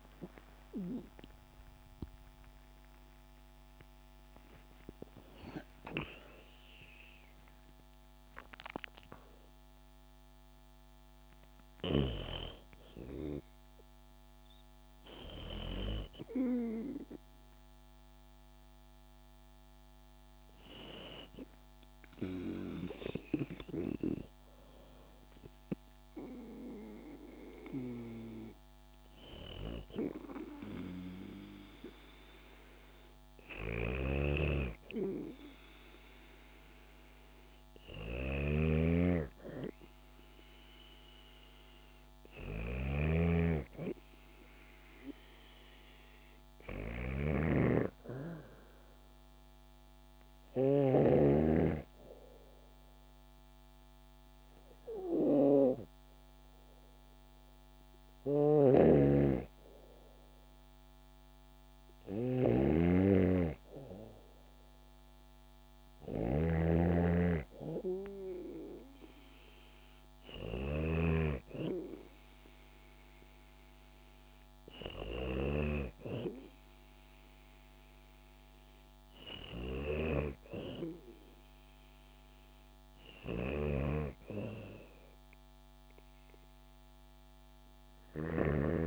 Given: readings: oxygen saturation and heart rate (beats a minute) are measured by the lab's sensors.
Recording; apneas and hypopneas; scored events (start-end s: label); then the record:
breathing in sleep by a microphone on the trachea; none
0.00-3.00 s: arousal
33.50-50.50 s: snoring (device-marked)
57.50-70.50 s: snoring (device-marked)
83.00-88.87 s: snoring (device-marked)
From the record:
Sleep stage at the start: N2 (light sleep); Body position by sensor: on the back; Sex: female